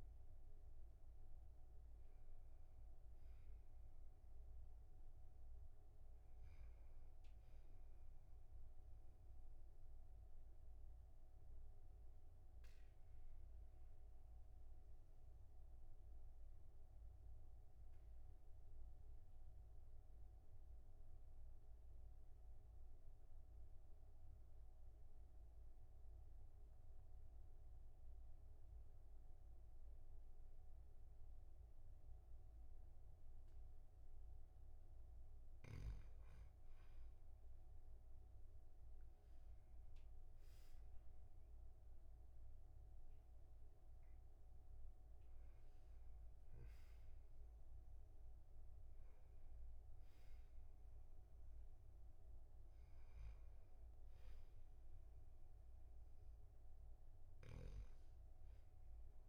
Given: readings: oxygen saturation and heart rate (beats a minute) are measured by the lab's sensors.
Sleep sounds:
breathing in sleep, hard to hear, by a room microphone; 1
10.00-34.50 s: obstructive apnea (oxygen 99% before, 96% lowest, heart rate 52 before, 40 extreme, up 9 after)
38.50-43.00 s: arousal
From the record:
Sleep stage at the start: N2 (light sleep); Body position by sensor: on the back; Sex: male

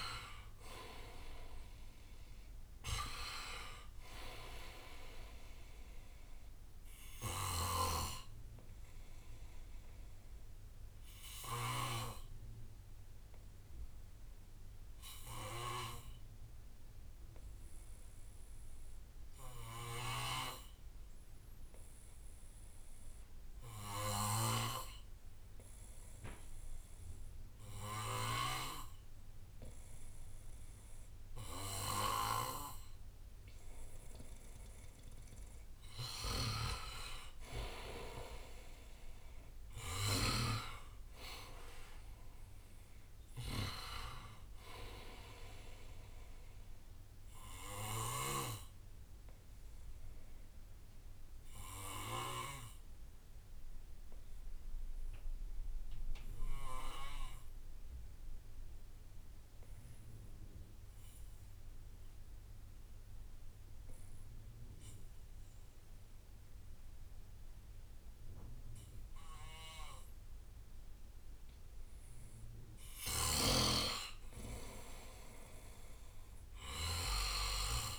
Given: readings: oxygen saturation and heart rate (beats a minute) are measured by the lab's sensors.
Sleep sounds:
breathing in sleep by a room microphone; 2
0.00-4.00 s: arousal
0.00-19.00 s: oxygen desaturation (device-marked, oxygen 91% lowest, heart rate 55 extreme)
7.00-21.00 s: bradycardia (device-marked, heart rate 64 before, 55 extreme)
9.00-35.50 s: obstructive apnea (oxygen 98% before, 91% lowest, heart rate 65 before, 54 extreme, up 12 after)
24.00-28.50 s: snoring (device-marked)
34.00-57.00 s: oxygen desaturation (device-marked, oxygen 97% before, 91% lowest, heart rate 59 before, 54 extreme)
36.00-40.50 s: snoring (device-marked)
38.50-42.50 s: arousal
46.00-63.00 s: bradycardia (device-marked, heart rate 64 before, 54 extreme)
49.00-72.50 s: obstructive apnea (oxygen 98% before, 90% lowest, heart rate 66 before, 56 extreme, up 10 after)
72.00-77.99 s: oxygen desaturation (device-marked, oxygen 98% before, 91% lowest, heart rate 59 before, 57 extreme)
73.00-77.99 s: snoring (device-marked)
74.50-77.99 s: arousal
From the record:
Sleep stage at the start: N2 (light sleep); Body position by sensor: on the back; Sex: male

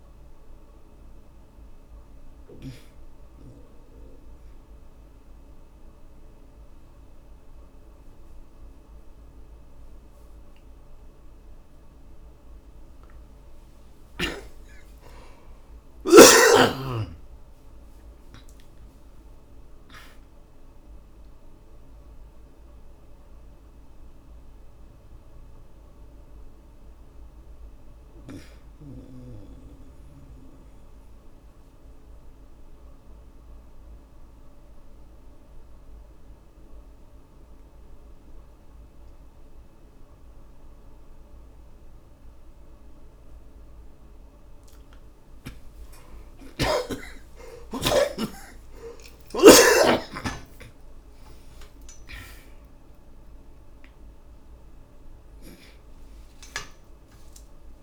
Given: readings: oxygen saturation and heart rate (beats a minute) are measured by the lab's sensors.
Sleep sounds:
breathing in sleep by a room microphone; 2
0.00-15.00 s: oxygen desaturation (device-marked, oxygen 92% before, 76% lowest, heart rate 58 before, 51 extreme)
0.50-12.00 s: obstructive apnea (oxygen 94% before, 67% lowest, heart rate 58 before, 53 extreme, up 16 after)
13.50-18.00 s: arousal
22.50-45.50 s: obstructive apnea (oxygen 92% before, 67% lowest, heart rate 63 before, 51 extreme, up 30 after)
28.00-47.00 s: oxygen desaturation (device-marked, oxygen 91% before, 75% lowest, heart rate 65 before, 51 extreme)
46.50-50.00 s: snoring (device-marked)
48.00-57.83 s: new sleep stage, awake
56.00-57.83 s: oxygen desaturation (device-marked, oxygen 94% before, 67% lowest, heart rate 64 before, 37 extreme)
From the record:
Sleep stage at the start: N2 (light sleep); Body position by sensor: on the back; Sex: male

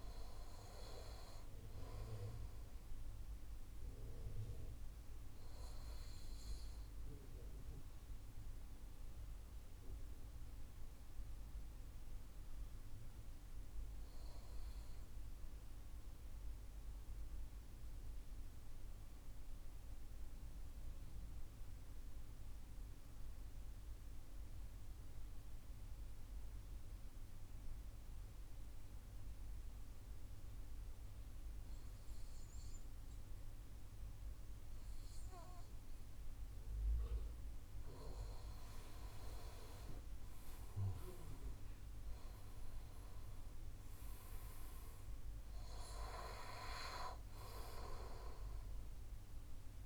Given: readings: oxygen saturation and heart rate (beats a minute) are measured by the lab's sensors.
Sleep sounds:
breathing in sleep by a room microphone; 1
0.00-5.50 s: oxygen desaturation (device-marked, oxygen 91% lowest, heart rate 30 extreme)
7.00-37.50 s: obstructive apnea (oxygen 97% before, 92% lowest, heart rate 48 before, 35 extreme, up 53 after)
36.50-49.86 s: oxygen desaturation (device-marked, oxygen 98% before, 93% lowest)
39.00-44.50 s: arousal
From the record:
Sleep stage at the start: N2 (light sleep); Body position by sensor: on the right side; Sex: male

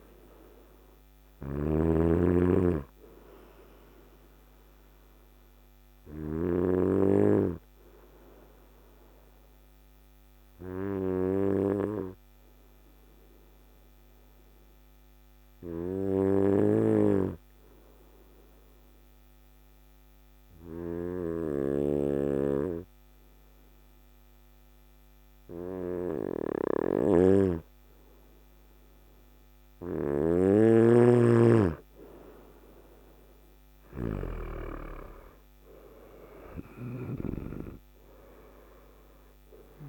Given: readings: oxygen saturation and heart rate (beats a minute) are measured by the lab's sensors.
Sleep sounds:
breathing in sleep by a microphone on the trachea; 1
0.00-6.00 s: snoring (device-marked)
3.50-29.00 s: obstructive apnea (oxygen 97% before, 95% lowest, heart rate 62 before, 55 extreme, up 5 after)
21.00-33.50 s: snoring (device-marked)
31.50-39.89 s: oxygen desaturation (device-marked, oxygen 99% before, 95% lowest, heart rate 58 before, 54 extreme)
32.00-37.00 s: arousal
From the record:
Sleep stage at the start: N2 (light sleep); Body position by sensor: on the front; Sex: male

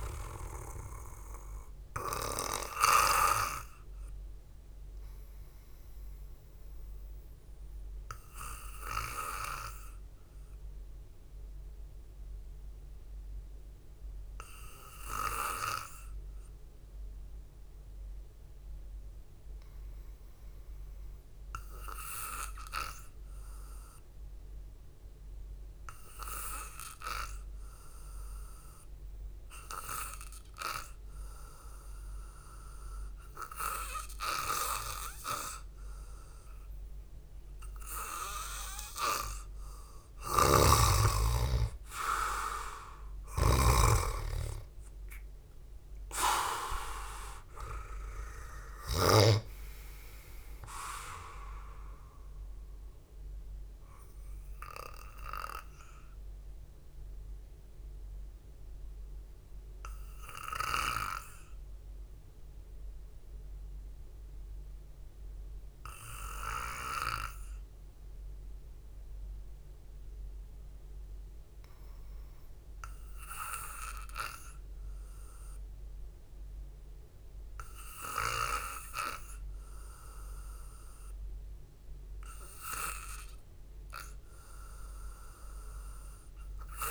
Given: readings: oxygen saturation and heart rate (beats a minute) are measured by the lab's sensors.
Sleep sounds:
breathing in sleep by a room microphone; 2
0.00-21.50 s: oxygen desaturation (device-marked, oxygen 91% lowest, heart rate 54 extreme)
5.50-22.00 s: mixed apnea (oxygen 98% before, 91% lowest, heart rate 60 before, 54 extreme, up 3 after)
24.50-28.50 s: arousal
40.50-49.50 s: snoring (device-marked)
46.50-50.50 s: arousal
53.00-75.00 s: mixed apnea (oxygen 98% before, 92% lowest, heart rate 58 before, 53 extreme, up 0 after)
77.00-81.00 s: arousal
85.50-86.50 s: oxygen desaturation (device-marked, oxygen 99% before, 96% lowest, heart rate 63 before, 53 extreme)
From the record:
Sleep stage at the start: N2 (light sleep); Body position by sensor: on the back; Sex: male

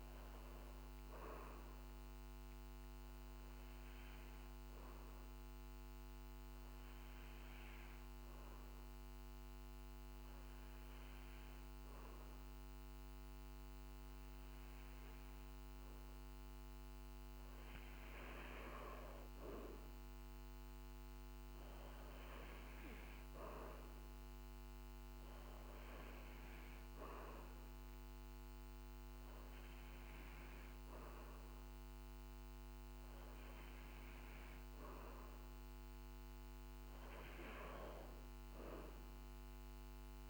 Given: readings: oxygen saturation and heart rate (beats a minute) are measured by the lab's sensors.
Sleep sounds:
breathing in sleep by a microphone on the trachea; 1
2.50-17.00 s: hypopnea (oxygen 94% before, 94% lowest, heart rate 50 before, 49 extreme, up 5 after)
19.50-22.50 s: arousal
From the record:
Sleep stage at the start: N2 (light sleep); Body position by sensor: on the back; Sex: male

